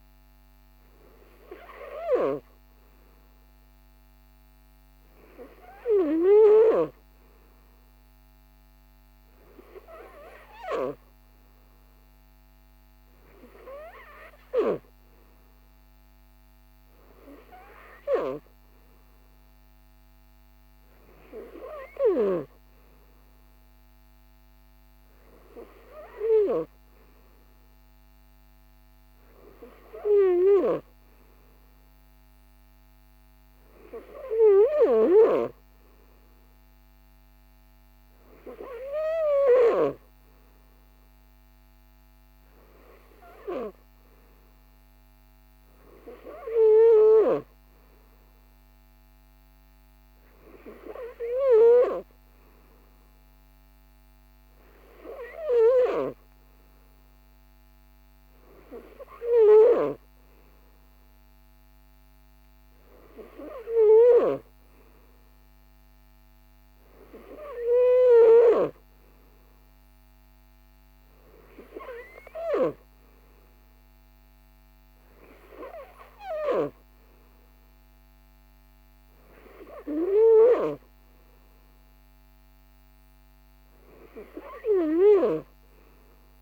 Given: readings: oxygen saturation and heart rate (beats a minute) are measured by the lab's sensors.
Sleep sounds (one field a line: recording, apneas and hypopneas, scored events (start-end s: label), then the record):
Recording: breathing in sleep by a microphone on the trachea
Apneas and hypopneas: none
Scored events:
none scored
From the record:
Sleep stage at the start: N3 (deep sleep)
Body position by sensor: on the right side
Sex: male